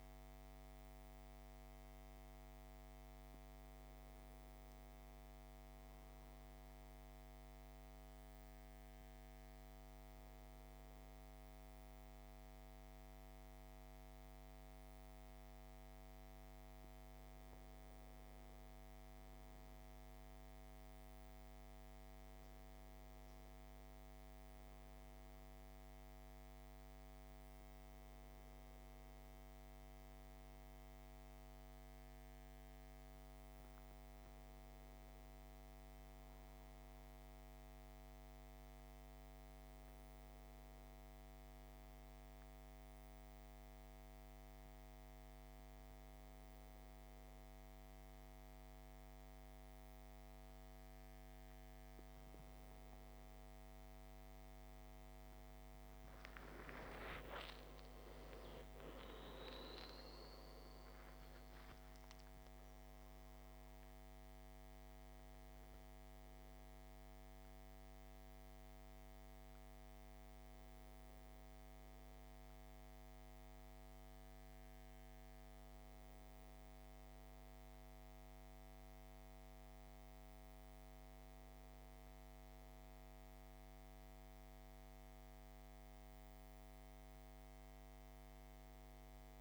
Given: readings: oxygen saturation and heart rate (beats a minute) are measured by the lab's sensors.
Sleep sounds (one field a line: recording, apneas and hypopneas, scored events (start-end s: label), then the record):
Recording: breathing in sleep, hard to hear, by a microphone on the trachea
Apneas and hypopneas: none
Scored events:
44.50-74.50 s: new sleep stage, N1 (lightest sleep)
57.00-63.00 s: arousal
74.50-89.41 s: new sleep stage, N2 (light sleep)
From the record:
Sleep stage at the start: N2 (light sleep)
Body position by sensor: on the back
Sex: male